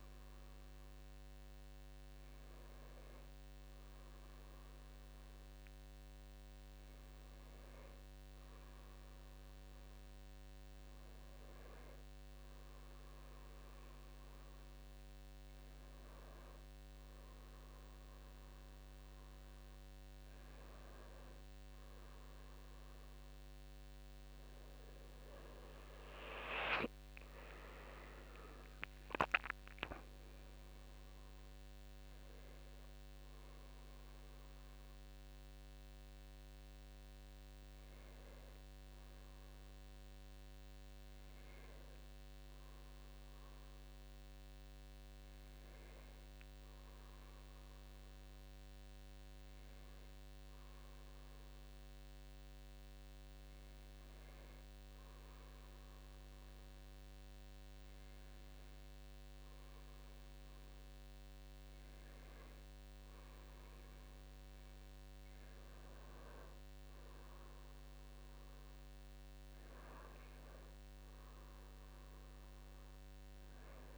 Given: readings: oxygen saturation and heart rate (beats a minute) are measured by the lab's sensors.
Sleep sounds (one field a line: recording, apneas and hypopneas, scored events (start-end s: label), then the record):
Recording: breathing in sleep, hard to hear, by a microphone on the trachea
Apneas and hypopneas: none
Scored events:
25.50-30.00 s: arousal
27.50-38.50 s: drop in pulse transit time (device-marked, heart rate 65 before, 62 extreme)
64.50-73.98 s: oxygen desaturation (device-marked, oxygen 98% before, 94% lowest, heart rate 57 before, 65 extreme)
From the record:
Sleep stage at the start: N2 (light sleep)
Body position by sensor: on the back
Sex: male